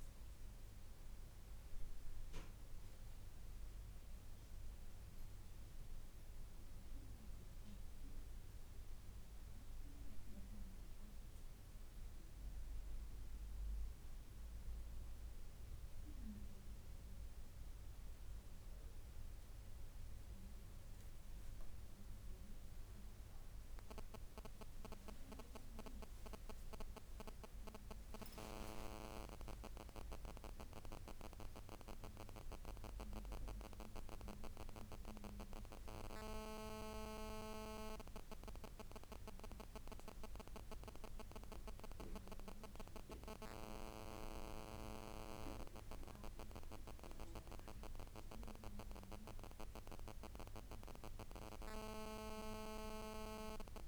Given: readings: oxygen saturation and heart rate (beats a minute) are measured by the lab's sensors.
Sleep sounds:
breathing in sleep by a room microphone; none
30.00-34.50 s: arousal
From the record:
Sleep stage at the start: N1 (lightest sleep); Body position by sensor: on the back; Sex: female

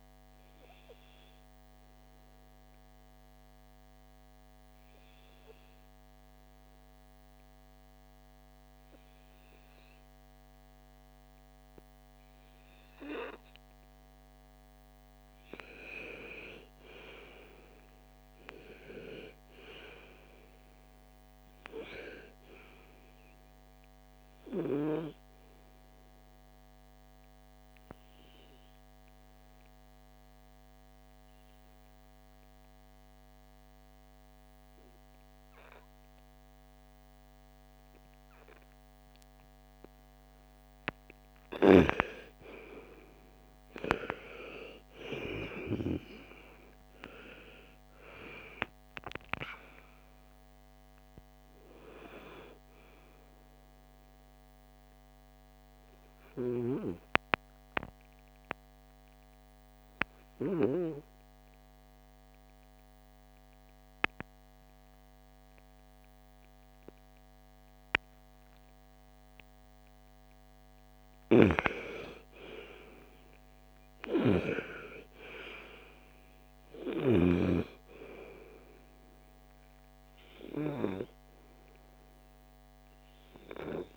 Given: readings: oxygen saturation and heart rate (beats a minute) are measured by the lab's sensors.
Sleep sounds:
breathing in sleep by a microphone on the trachea; 3
0.00-4.50 s: oxygen desaturation (device-marked, oxygen 92% lowest, heart rate 54 extreme)
2.50-15.50 s: obstructive apnea (oxygen 99% before, 89% lowest, heart rate 61 before, 54 extreme, up 14 after)
17.00-21.00 s: arousal
20.50-35.50 s: oxygen desaturation (device-marked, oxygen 98% before, 91% lowest, heart rate 57 before, 50 extreme)
26.50-41.00 s: obstructive apnea (oxygen 98% before, 89% lowest, heart rate 60 before, 50 extreme, up 20 after)
42.00-45.50 s: arousal
46.50-61.50 s: oxygen desaturation (device-marked, oxygen 98% before, 89% lowest, heart rate 57 before, 52 extreme)
61.50-71.50 s: obstructive apnea (oxygen 98% before, 90% lowest, heart rate 62 before, 54 extreme, up 15 after)
72.50-76.00 s: arousal
74.50-83.97 s: oxygen desaturation (device-marked, oxygen 98% before, 90% lowest, heart rate 58 before, 47 extreme)
From the record:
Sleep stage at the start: N2 (light sleep); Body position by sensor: on the front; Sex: female

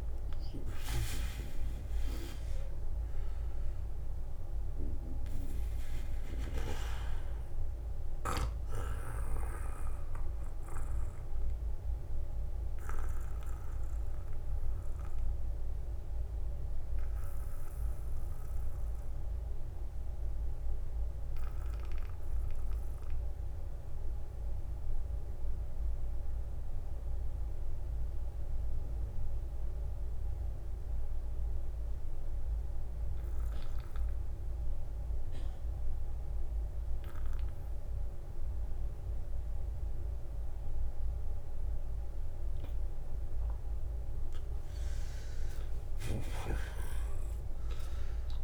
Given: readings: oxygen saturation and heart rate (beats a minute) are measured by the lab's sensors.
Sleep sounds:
breathing in sleep by a room microphone; 1
5.50-31.50 s: oxygen desaturation (device-marked, oxygen 94% before, 81% lowest, heart rate 59 before, 40 extreme)
13.00-15.00 s: long interval between heartbeats (device-marked, heart rate 60 before, 60 extreme)
13.00-43.50 s: obstructive apnea (oxygen 96% before, 81% lowest, heart rate 60 before, 40 extreme, up 17 after)
45.00-48.44 s: arousal
From the record:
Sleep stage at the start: N2 (light sleep); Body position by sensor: on the back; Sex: male

